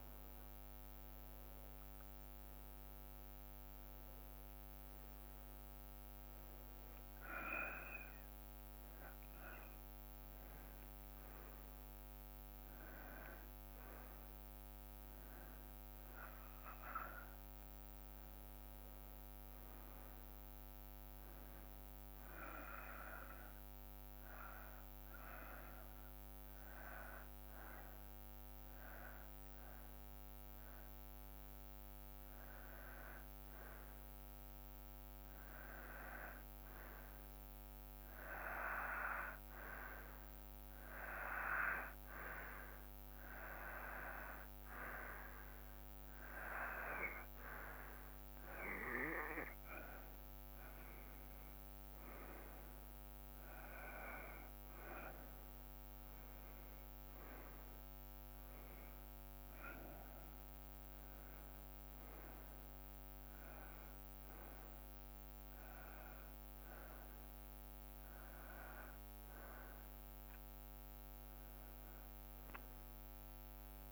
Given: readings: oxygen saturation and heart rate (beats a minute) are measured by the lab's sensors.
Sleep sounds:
breathing in sleep by a microphone on the trachea; 1
17.50-20.00 s: arousal
22.50-35.00 s: hypopnea (oxygen 97% before, 92% lowest, heart rate 57 before, 57 extreme, up 3 after)
38.50-42.00 s: arousal
42.00-62.00 s: oxygen desaturation (device-marked, oxygen 96% before, 92% lowest, heart rate 58 before, 56 extreme)
From the record:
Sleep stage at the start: N2 (light sleep); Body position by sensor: on the back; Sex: male

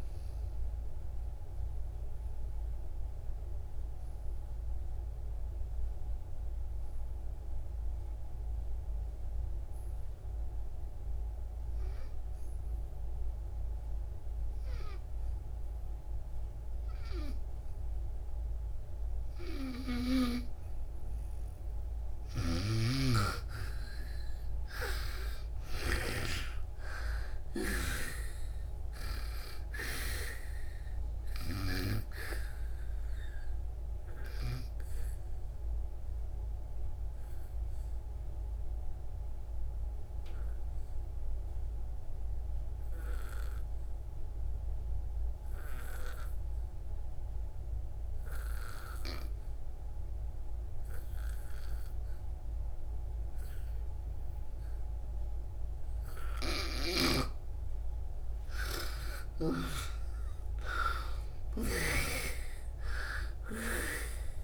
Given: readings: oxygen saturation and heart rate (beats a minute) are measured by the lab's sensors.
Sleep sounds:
breathing in sleep by a room microphone; 2
0.00-21.00 s: oxygen desaturation (device-marked, oxygen 87% lowest, heart rate 56 extreme)
3.00-22.00 s: obstructive apnea (oxygen 98% before, 85% lowest, heart rate 78 before, 56 extreme)
22.50-26.50 s: snoring (device-marked)
23.00-53.00 s: oxygen desaturation (device-marked, oxygen 99% before, 87% lowest, heart rate 64 before, 58 extreme)
24.50-28.50 s: arousal
35.50-57.50 s: obstructive apnea (oxygen 99% before, 83% lowest, heart rate 88 before, 56 extreme, up 32 after)
58.00-64.44 s: oxygen desaturation (device-marked, oxygen 97% before, 83% lowest, heart rate 66 before, 56 extreme)
59.00-63.00 s: arousal
From the record:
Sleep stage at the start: N2 (light sleep); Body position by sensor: on the back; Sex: female

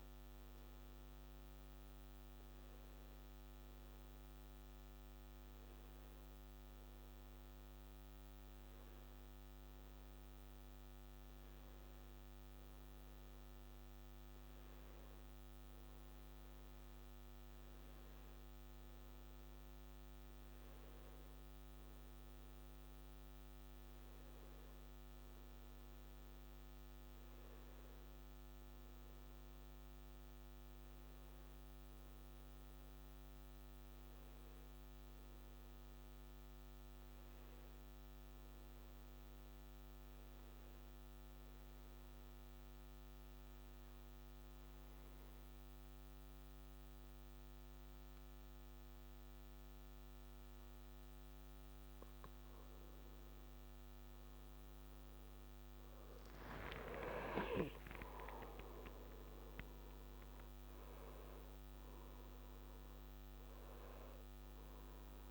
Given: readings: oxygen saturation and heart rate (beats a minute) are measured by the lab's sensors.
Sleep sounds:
breathing in sleep, hard to hear, by a microphone on the trachea; 1
28.00-33.00 s: arousal
38.00-51.50 s: hypopnea (oxygen 96% before, 92% lowest, heart rate 72 before, 65 extreme, up 4 after)
44.00-65.31 s: new sleep stage, N1 (lightest sleep)
56.00-60.50 s: arousal
59.00-65.31 s: oxygen desaturation (device-marked, oxygen 95% before, 92% lowest, heart rate 70 before, 71 extreme)
From the record:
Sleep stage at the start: N2 (light sleep); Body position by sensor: on the back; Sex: male

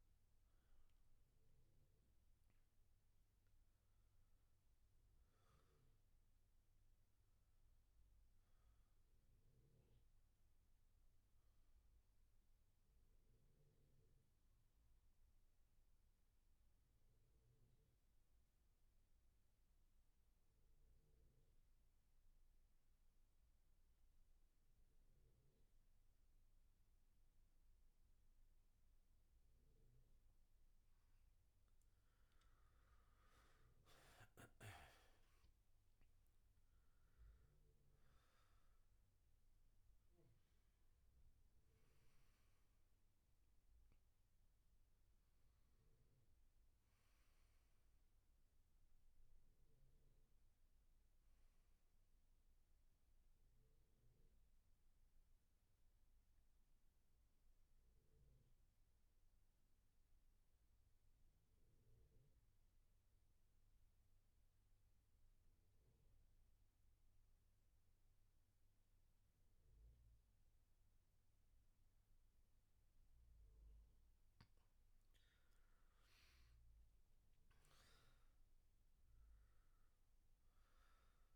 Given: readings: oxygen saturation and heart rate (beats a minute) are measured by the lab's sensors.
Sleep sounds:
breathing in sleep, hard to hear, by a room microphone; 2
0.00-2.50 s: arousal
4.00-17.00 s: oxygen desaturation (device-marked, oxygen 97% before, 91% lowest, heart rate 67 before, 63 extreme)
12.50-30.00 s: obstructive apnea (oxygen 97% before, 84% lowest, heart rate 71 before, 63 extreme, up 14 after)
30.00-53.00 s: oxygen desaturation (device-marked, oxygen 96% before, 84% lowest, heart rate 67 before, 60 extreme)
32.50-36.50 s: arousal
53.00-73.50 s: mixed apnea (oxygen 96% before, 84% lowest, heart rate 77 before, 60 extreme, up 15 after)
69.00-81.36 s: oxygen desaturation (device-marked, oxygen 99% before, 84% lowest, heart rate 67 before, 64 extreme)
75.50-80.00 s: arousal
From the record:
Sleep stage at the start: N2 (light sleep); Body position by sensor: on the back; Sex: male

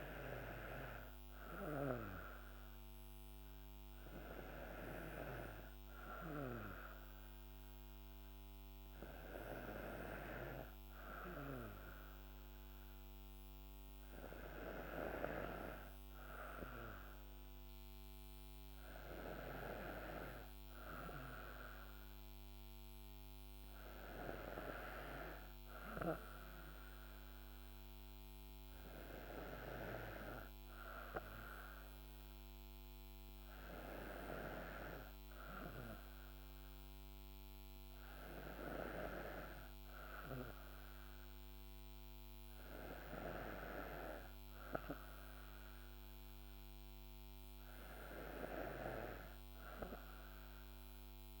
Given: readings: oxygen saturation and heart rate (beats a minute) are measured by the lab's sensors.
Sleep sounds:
breathing in sleep by a microphone on the trachea; none
none scored
From the record:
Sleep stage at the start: N2 (light sleep); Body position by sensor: on the right side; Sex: female

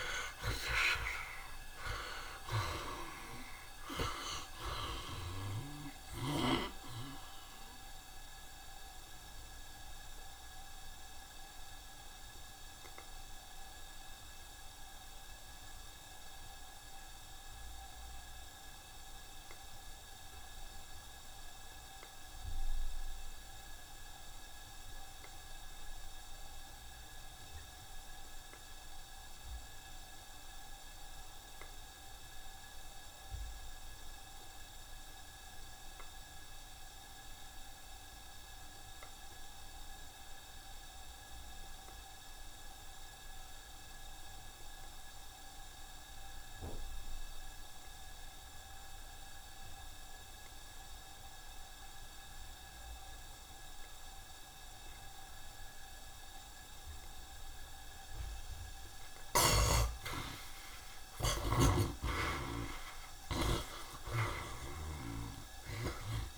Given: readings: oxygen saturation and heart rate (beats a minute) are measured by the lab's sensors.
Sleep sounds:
breathing in sleep by a room microphone; 1
0.00-2.00 s: arousal
0.00-9.00 s: oxygen desaturation (device-marked, oxygen 58% lowest, heart rate 73 extreme)
8.00-59.50 s: obstructive apnea (oxygen 64% before, 58% lowest, heart rate 88 before, 73 extreme, up 22 after)
23.00-66.38 s: oxygen desaturation (device-marked, oxygen 89% before, 58% lowest, heart rate 84 before, 59 extreme)
59.00-61.00 s: long interval between heartbeats (device-marked, heart rate 78 before, 90 extreme)
60.50-65.00 s: arousal
From the record:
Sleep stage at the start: N2 (light sleep); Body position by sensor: on the right side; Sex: male

